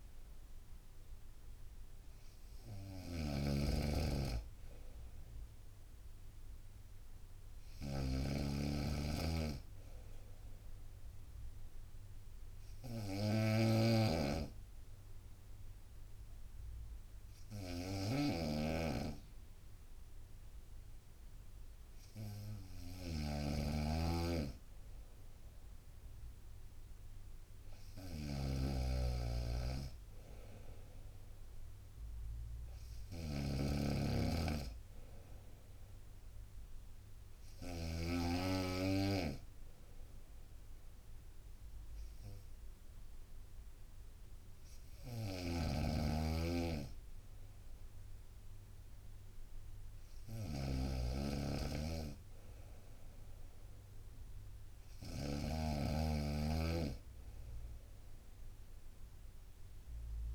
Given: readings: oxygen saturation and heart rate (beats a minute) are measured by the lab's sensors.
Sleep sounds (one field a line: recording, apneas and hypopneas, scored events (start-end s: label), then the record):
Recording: breathing in sleep by a room microphone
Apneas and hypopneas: 1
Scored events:
0.00-38.00 s: snoring (device-marked)
1.00-3.00 s: bradycardia (device-marked, heart rate 61 before, 61 extreme)
9.00-23.00 s: obstructive apnea (oxygen 95% before, 94% lowest, heart rate 61 before, 59 extreme, up 2 after)
26.50-30.00 s: arousal
41.00-43.00 s: bradycardia (device-marked, heart rate 61 before, 61 extreme)
45.00-60.35 s: snoring (device-marked)
From the record:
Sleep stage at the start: N2 (light sleep)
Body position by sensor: on the right side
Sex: female